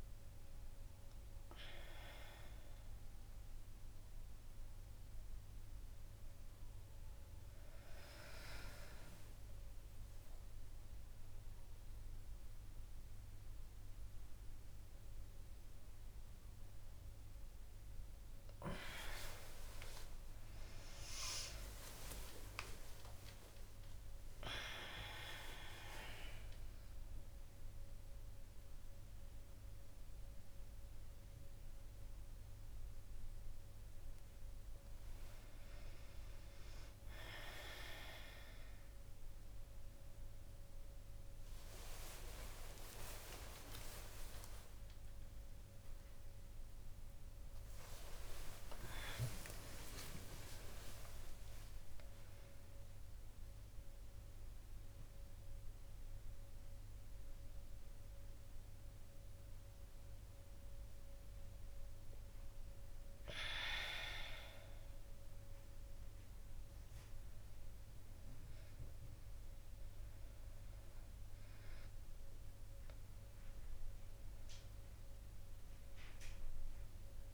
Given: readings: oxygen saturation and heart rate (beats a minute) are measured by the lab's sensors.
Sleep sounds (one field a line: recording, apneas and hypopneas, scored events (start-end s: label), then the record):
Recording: a person awake in a sleep study, by a room microphone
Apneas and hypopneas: none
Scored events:
none scored
From the record:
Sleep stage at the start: awake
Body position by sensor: on the back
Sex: female